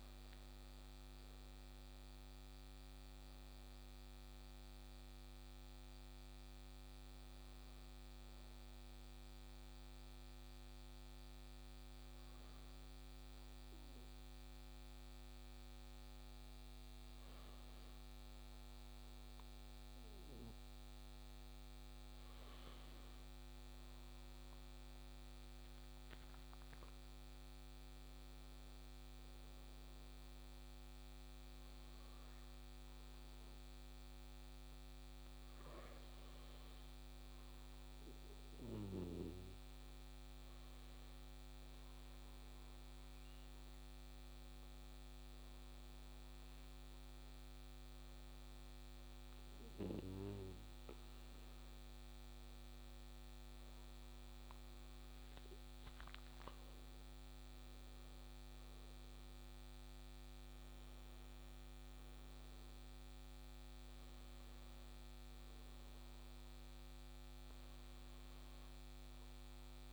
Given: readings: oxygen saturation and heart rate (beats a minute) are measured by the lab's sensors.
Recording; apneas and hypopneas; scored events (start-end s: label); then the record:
breathing in sleep, hard to hear, by a microphone on the trachea; 2
3.50-7.50 s: arousal
5.00-69.93 s: new sleep stage, N2 (light sleep)
10.00-20.50 s: hypopnea (oxygen 98% before, 94% lowest, heart rate 65 before, 60 extreme, up 8 after)
23.50-27.00 s: arousal
45.50-56.00 s: hypopnea (oxygen 97% before, 94% lowest, heart rate 63 before, 58 extreme, up 10 after)
57.00-61.00 s: arousal
From the record:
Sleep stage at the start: N1 (lightest sleep); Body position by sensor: on the right side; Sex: male